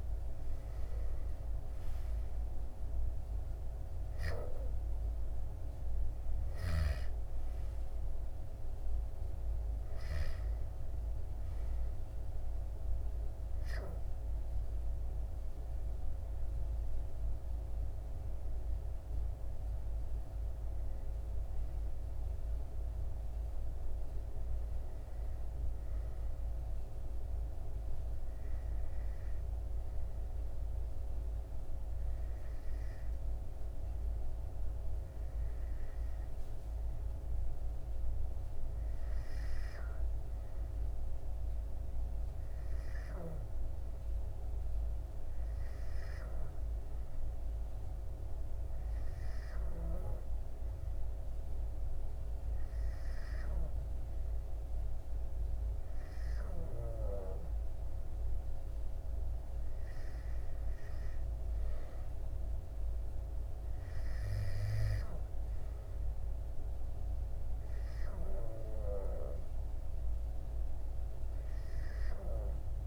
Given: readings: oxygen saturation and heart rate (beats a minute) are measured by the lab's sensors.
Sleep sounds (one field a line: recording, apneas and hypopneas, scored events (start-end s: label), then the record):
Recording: breathing in sleep by a room microphone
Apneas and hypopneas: none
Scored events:
0.00-22.00 s: oxygen desaturation (device-marked, oxygen 90% lowest, heart rate 65 extreme)
55.00-72.87 s: oxygen desaturation (device-marked, oxygen 98% before, 94% lowest, heart rate 69 before, 66 extreme)
From the record:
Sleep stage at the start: N2 (light sleep)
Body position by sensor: on the back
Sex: male